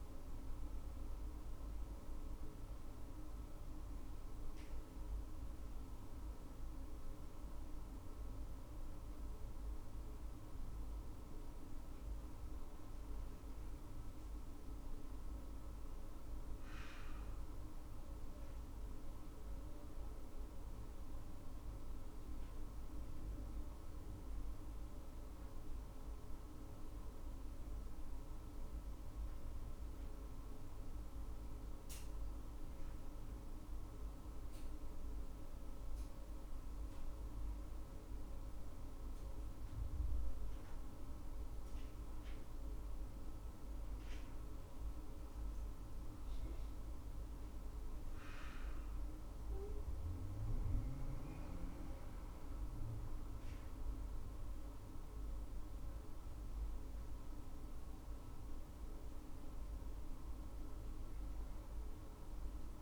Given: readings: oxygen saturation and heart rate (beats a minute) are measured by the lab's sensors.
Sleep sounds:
breathing in sleep, hard to hear, by a room microphone; none
47.00-52.00 s: arousal
From the record:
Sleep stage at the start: N2 (light sleep); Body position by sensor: on the left side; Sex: female

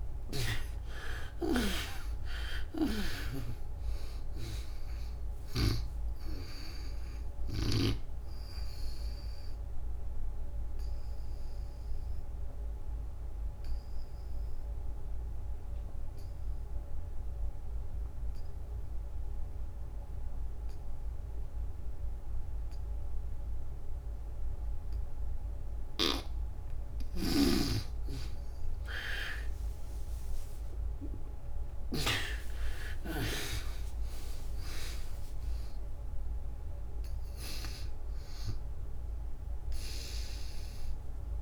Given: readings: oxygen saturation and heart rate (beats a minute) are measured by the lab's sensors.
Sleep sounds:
breathing in sleep by a room microphone; 1
0.00-2.50 s: arousal
0.00-19.00 s: oxygen desaturation (device-marked, oxygen 79% lowest, heart rate 61 extreme)
8.00-25.00 s: obstructive apnea (oxygen 97% before, 76% lowest, heart rate 77 before, 61 extreme, up 18 after)
26.50-32.00 s: snoring (device-marked)
27.50-32.50 s: arousal
30.00-41.42 s: oxygen desaturation (device-marked, oxygen 98% before, 76% lowest, heart rate 71 before, 63 extreme)
From the record:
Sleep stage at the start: N2 (light sleep); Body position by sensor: on the back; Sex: female

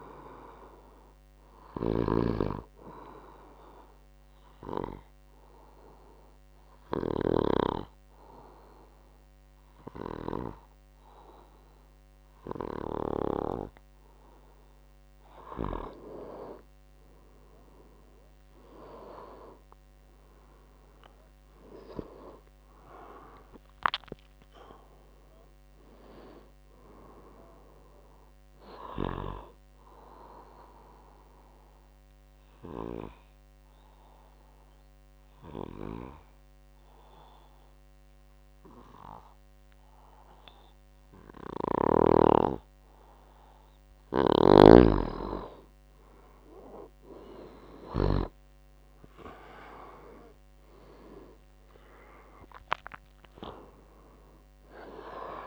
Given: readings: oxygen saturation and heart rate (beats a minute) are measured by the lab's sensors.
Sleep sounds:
breathing in sleep by a microphone on the trachea; 2
0.00-11.50 s: oxygen desaturation (device-marked, oxygen 93% lowest, heart rate 62 extreme)
3.50-14.50 s: hypopnea (oxygen 96% before, 89% lowest, heart rate 72 before, 62 extreme, up 15 after)
19.00-23.50 s: arousal
22.50-31.50 s: oxygen desaturation (device-marked, oxygen 96% before, 92% lowest, heart rate 70 before, 62 extreme)
30.50-43.50 s: obstructive apnea (oxygen 96% before, 89% lowest, heart rate 77 before, 51 extreme, up 13 after)
47.00-52.00 s: arousal
47.50-55.47 s: oxygen desaturation (device-marked, oxygen 98% before, 89% lowest, heart rate 68 before, 51 extreme)
From the record:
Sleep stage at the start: N2 (light sleep); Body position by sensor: on the back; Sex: male

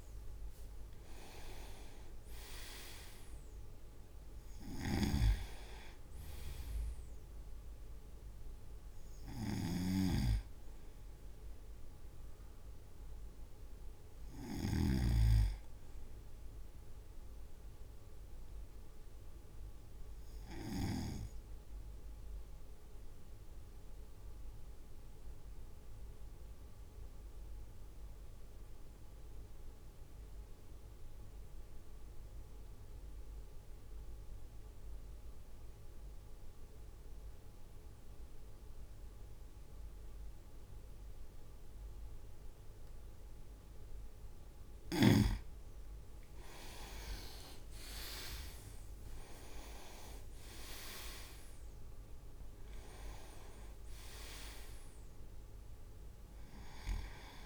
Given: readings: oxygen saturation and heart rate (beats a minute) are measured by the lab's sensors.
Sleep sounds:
breathing in sleep by a room microphone; 1
0.00-1.00 s: leg movement (device-marked)
0.00-2.00 s: arousal
0.00-11.50 s: drop in pulse transit time (device-marked, heart rate 54 extreme)
4.50-21.00 s: snoring (device-marked)
18.00-43.50 s: obstructive apnea (oxygen 99% before, 95% lowest, heart rate 56 before, 49 extreme, up 7 after)
46.00-50.00 s: arousal
48.00-49.50 s: leg movement (device-marked)
48.50-57.46 s: drop in pulse transit time (device-marked, heart rate 54 before, 55 extreme)
50.00-52.00 s: leg movement (device-marked)
52.50-54.50 s: leg movement (device-marked)
From the record:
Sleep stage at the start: N2 (light sleep); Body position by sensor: on the right side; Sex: male

